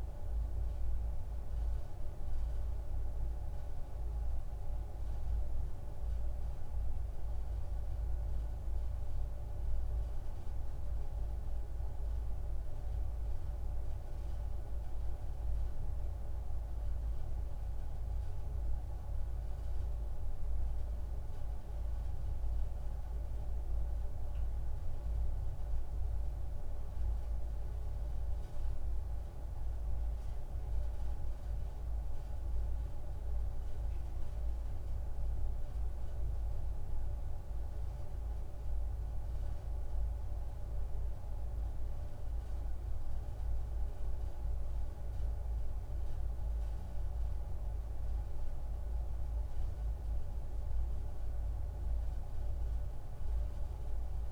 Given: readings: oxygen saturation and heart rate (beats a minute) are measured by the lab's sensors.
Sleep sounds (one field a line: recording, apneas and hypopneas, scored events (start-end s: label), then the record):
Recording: breathing in sleep, hard to hear, by a room microphone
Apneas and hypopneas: none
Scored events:
none scored
From the record:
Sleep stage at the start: N1 (lightest sleep)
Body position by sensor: on the back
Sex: male